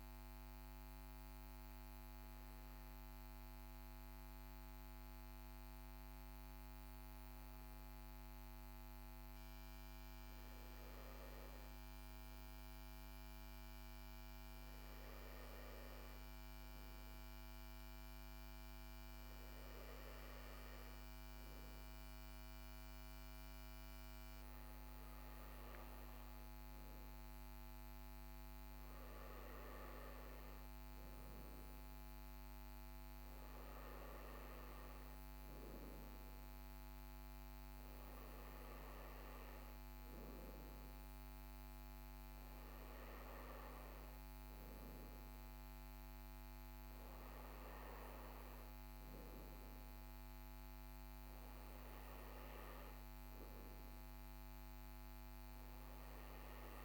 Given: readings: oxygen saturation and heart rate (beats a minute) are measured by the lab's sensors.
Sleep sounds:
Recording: a person partly awake in a sleep study, hard to hear, by a microphone on the trachea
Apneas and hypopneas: none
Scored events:
2.00-56.85 s: new sleep stage, N1 (lightest sleep)
From the record:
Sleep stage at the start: awake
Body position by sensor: on the right side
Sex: male

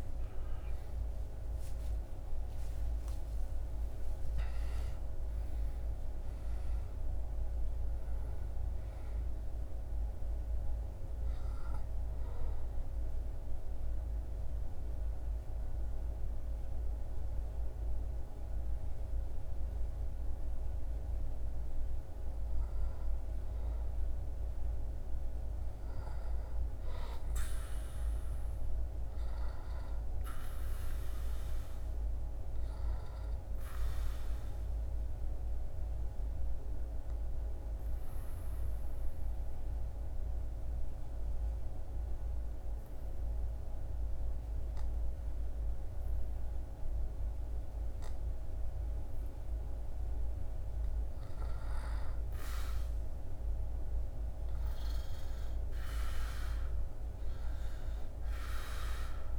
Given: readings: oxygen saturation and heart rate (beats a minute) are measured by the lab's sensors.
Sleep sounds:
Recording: breathing in sleep, hard to hear, by a room microphone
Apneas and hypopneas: 2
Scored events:
0.00-2.50 s: arousal
10.50-21.50 s: obstructive apnea (oxygen 98% before, 93% lowest, heart rate 81 before, 67 extreme, up 4 after)
25.00-29.00 s: arousal
33.50-49.50 s: obstructive apnea (oxygen 98% before, 93% lowest, heart rate 72 before, 67 extreme, up 12 after)
51.50-55.50 s: arousal
55.00-59.39 s: oxygen desaturation (device-marked, oxygen 97% before, 93% lowest, heart rate 70 before, 68 extreme)
From the record:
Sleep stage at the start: N2 (light sleep)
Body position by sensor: on the back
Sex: male

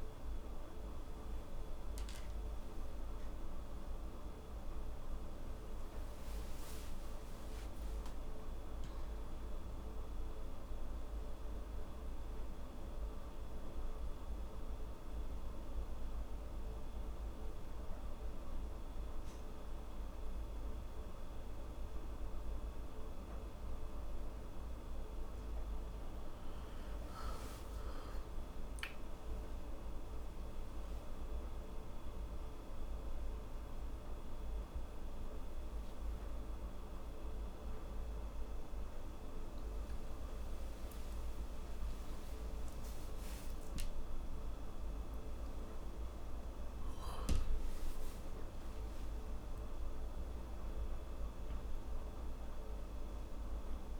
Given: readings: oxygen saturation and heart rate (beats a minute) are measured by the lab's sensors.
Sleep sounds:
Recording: breathing in sleep, hard to hear, by a room microphone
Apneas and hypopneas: none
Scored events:
2.00-7.50 s: arousal
5.00-54.00 s: new sleep stage, N1 (lightest sleep)
42.50-49.00 s: arousal
From the record:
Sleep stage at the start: N2 (light sleep)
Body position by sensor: on the back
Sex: female

